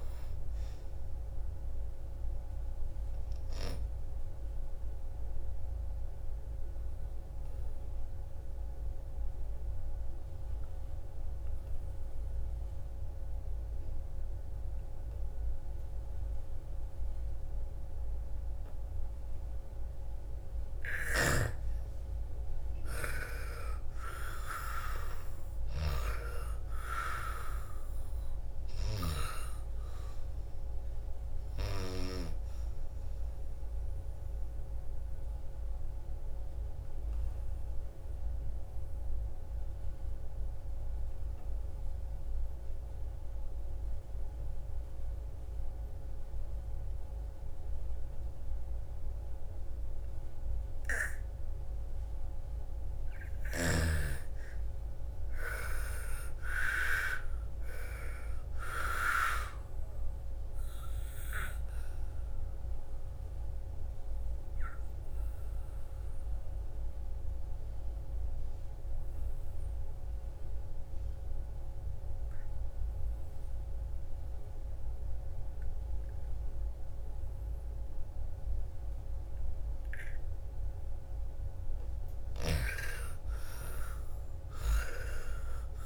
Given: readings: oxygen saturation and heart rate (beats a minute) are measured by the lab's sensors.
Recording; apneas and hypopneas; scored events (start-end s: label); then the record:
breathing in sleep by a room microphone; 3
0.00-10.50 s: oxygen desaturation (device-marked, oxygen 85% lowest, heart rate 57 extreme)
3.50-20.50 s: obstructive apnea (oxygen 98% before, 83% lowest, heart rate 63 before, 54 extreme, up 10 after)
20.50-29.00 s: snoring (device-marked)
22.00-26.00 s: arousal
23.50-41.50 s: oxygen desaturation (device-marked, oxygen 98% before, 85% lowest, heart rate 58 before, 54 extreme)
32.50-51.50 s: obstructive apnea (oxygen 99% before, 83% lowest, heart rate 62 before, 54 extreme, up 12 after)
54.00-58.50 s: arousal
54.50-74.50 s: oxygen desaturation (device-marked, oxygen 98% before, 83% lowest, heart rate 57 before, 54 extreme)
61.50-80.00 s: obstructive apnea (oxygen 99% before, 82% lowest, heart rate 60 before, 54 extreme, up 14 after)
82.00-85.86 s: arousal
From the record:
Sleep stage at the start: N2 (light sleep); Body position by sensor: on the back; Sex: female